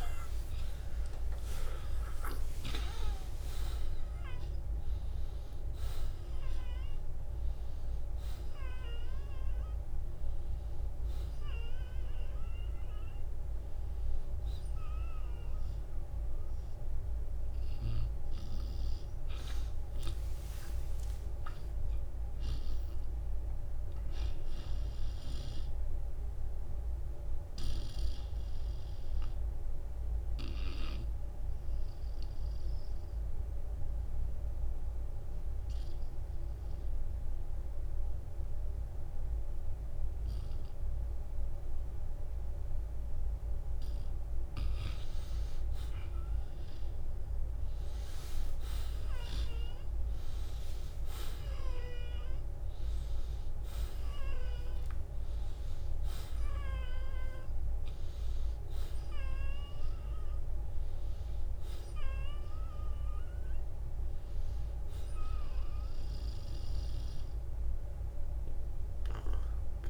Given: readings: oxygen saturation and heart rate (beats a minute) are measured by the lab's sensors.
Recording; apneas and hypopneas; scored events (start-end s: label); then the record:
breathing in sleep by a room microphone; 1
4.00-13.00 s: oxygen desaturation (device-marked, oxygen 96% before, 93% lowest, heart rate 51 before, 54 extreme)
18.50-22.50 s: arousal
25.00-42.50 s: obstructive apnea (oxygen 96% before, 85% lowest, heart rate 63 before, 50 extreme, up 7 after)
28.00-44.00 s: oxygen desaturation (device-marked, oxygen 95% before, 86% lowest, heart rate 64 before, 50 extreme)
34.00-36.00 s: long interval between heartbeats (device-marked, heart rate 64 before, 59 extreme)
49.50-56.00 s: arousal
52.00-54.00 s: long interval between heartbeats (device-marked, heart rate 56 before, 59 extreme)
57.50-59.50 s: long interval between heartbeats (device-marked, heart rate 58 before, 70 extreme)
65.00-67.00 s: long interval between heartbeats (device-marked, heart rate 62 before, 59 extreme)
From the record:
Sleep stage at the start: N2 (light sleep); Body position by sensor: on the back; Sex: male